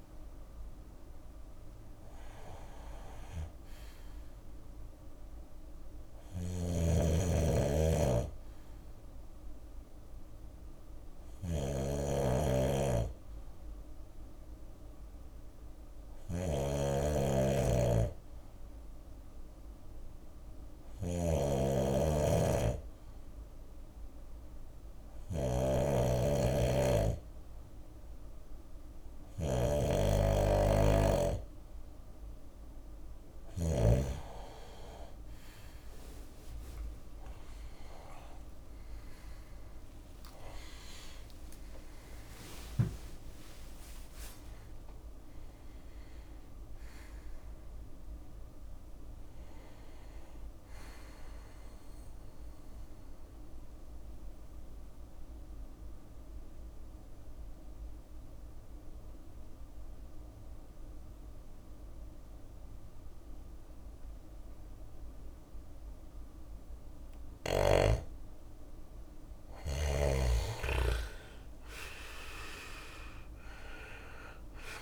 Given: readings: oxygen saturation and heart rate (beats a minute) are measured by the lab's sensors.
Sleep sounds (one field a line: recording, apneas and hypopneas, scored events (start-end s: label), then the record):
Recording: breathing in sleep by a room microphone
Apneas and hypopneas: 2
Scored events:
0.00-3.00 s: arousal
5.00-11.00 s: bradycardia (device-marked, heart rate 64 before, 57 extreme)
5.50-33.00 s: snoring (device-marked)
13.00-28.50 s: hypopnea (oxygen 97% before, 89% lowest, heart rate 62 before, 60 extreme, up 7 after)
34.50-38.00 s: arousal
37.00-53.00 s: drop in pulse transit time (device-marked, heart rate 61 before, 66 extreme)
39.50-41.50 s: long interval between heartbeats (device-marked, heart rate 62 before, 78 extreme)
43.00-45.00 s: long interval between heartbeats (device-marked, heart rate 66 before, 87 extreme)
52.00-65.50 s: obstructive apnea (oxygen 96% before, 89% lowest, heart rate 74 before, 54 extreme, up 6 after)
60.00-67.00 s: bradycardia (device-marked, heart rate 64 before, 58 extreme)
67.50-71.50 s: arousal
73.00-74.82 s: oxygen desaturation (device-marked, oxygen 97% before, 89% lowest, heart rate 60 before, 54 extreme)
From the record:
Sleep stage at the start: N2 (light sleep)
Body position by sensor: on the left side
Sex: male